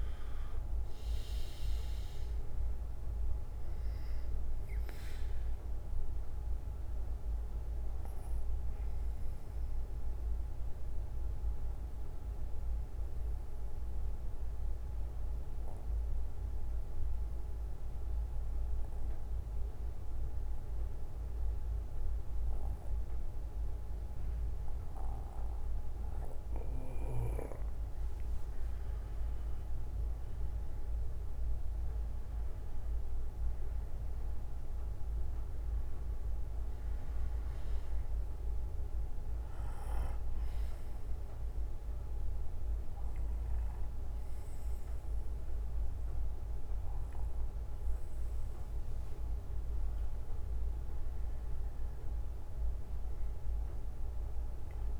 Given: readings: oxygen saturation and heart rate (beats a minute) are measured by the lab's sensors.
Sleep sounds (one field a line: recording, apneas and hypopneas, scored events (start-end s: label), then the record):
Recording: breathing in sleep, hard to hear, by a room microphone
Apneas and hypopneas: 1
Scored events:
0.50-26.50 s: oxygen desaturation (device-marked, oxygen 95% before, 91% lowest, heart rate 63 before, 49 extreme)
3.50-28.50 s: bradycardia (device-marked, heart rate 60 before, 49 extreme)
10.50-28.00 s: obstructive apnea (oxygen 97% before, 91% lowest, heart rate 63 before, 52 extreme, up 19 after)
32.00-35.50 s: arousal
36.50-48.50 s: bradycardia (device-marked, heart rate 60 before, 53 extreme)
46.50-54.50 s: oxygen desaturation (device-marked, oxygen 95% before, 92% lowest, heart rate 62 before, 55 extreme)
50.50-55.00 s: bradycardia (device-marked, heart rate 60 before, 55 extreme)
From the record:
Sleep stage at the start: N2 (light sleep)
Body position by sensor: on the back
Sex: male